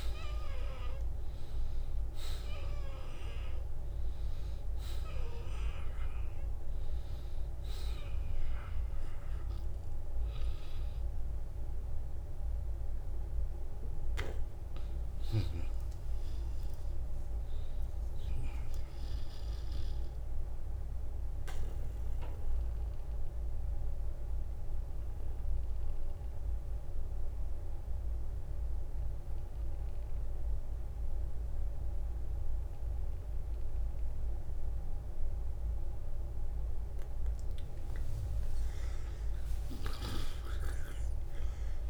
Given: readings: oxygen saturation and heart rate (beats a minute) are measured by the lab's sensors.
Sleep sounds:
breathing in sleep by a room microphone; 1
0.00-12.00 s: oxygen desaturation (device-marked, oxygen 89% lowest, heart rate 47 extreme)
13.50-15.50 s: long interval between heartbeats (device-marked, heart rate 63 before, 68 extreme)
20.50-37.00 s: obstructive apnea (oxygen 95% before, 81% lowest, heart rate 62 before, 46 extreme, up 6 after)
27.00-32.00 s: oxygen desaturation (device-marked, oxygen 89% before, 81% lowest, heart rate 60 before, 46 extreme)
31.50-33.50 s: long interval between heartbeats (device-marked, heart rate 59 before, 58 extreme)
From the record:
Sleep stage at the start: N2 (light sleep); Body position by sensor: on the back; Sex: male

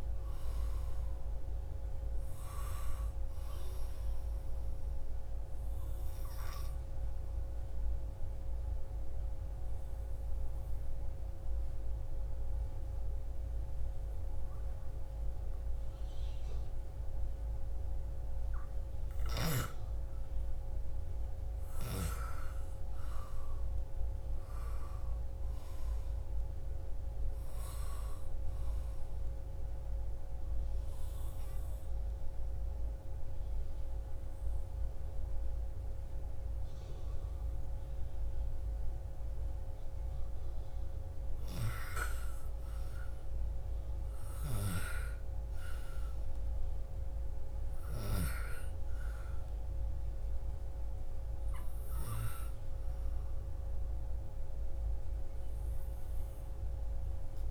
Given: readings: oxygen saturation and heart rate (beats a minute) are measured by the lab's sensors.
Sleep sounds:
breathing in sleep by a room microphone; 2
0.00-1.50 s: arousal
5.00-15.00 s: oxygen desaturation (device-marked, oxygen 97% before, 91% lowest, heart rate 74 before, 54 extreme)
7.00-18.00 s: obstructive apnea (oxygen 97% before, 91% lowest, heart rate 74 before, 54 extreme, up 35 after)
20.00-24.00 s: arousal
26.00-41.00 s: oxygen desaturation (device-marked, oxygen 97% before, 91% lowest, heart rate 63 before, 54 extreme)
30.00-40.00 s: obstructive apnea (oxygen 97% before, 91% lowest, heart rate 65 before, 57 extreme, up 11 after)
42.00-45.50 s: arousal
50.00-57.50 s: oxygen desaturation (device-marked, oxygen 97% before, 93% lowest, heart rate 59 before, 40 extreme)
From the record:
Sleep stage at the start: REM sleep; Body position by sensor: on the back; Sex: female

